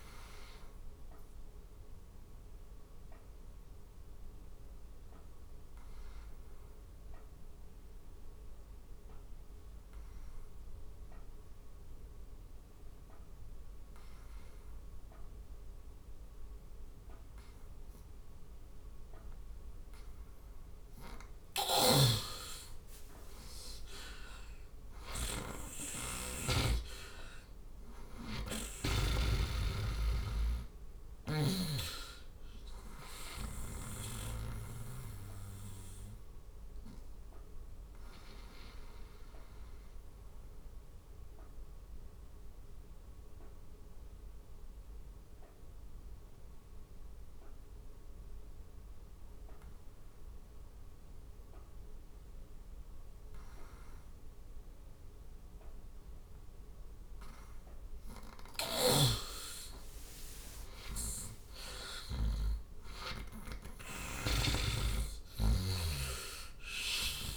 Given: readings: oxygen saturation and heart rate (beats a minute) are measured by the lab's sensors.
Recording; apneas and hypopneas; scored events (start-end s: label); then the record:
breathing in sleep by a room microphone; 2
0.50-20.00 s: obstructive apnea (oxygen 96% before, 88% lowest, heart rate 74 before, 68 extreme, up 11 after)
10.50-21.50 s: oxygen desaturation (device-marked, oxygen 95% before, 89% lowest, heart rate 75 before, 67 extreme)
21.00-31.00 s: snoring (device-marked)
23.00-27.50 s: arousal
36.00-57.50 s: obstructive apnea (oxygen 97% before, 88% lowest, heart rate 75 before, 66 extreme, up 13 after)
46.50-57.50 s: oxygen desaturation (device-marked, oxygen 93% before, 88% lowest, heart rate 76 before, 69 extreme)
58.00-62.00 s: snoring (device-marked)
60.00-64.00 s: arousal
64.50-67.37 s: oxygen desaturation (device-marked, oxygen 97% before, 91% lowest, heart rate 70 before, 66 extreme)
From the record:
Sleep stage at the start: N2 (light sleep); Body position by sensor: on the right side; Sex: male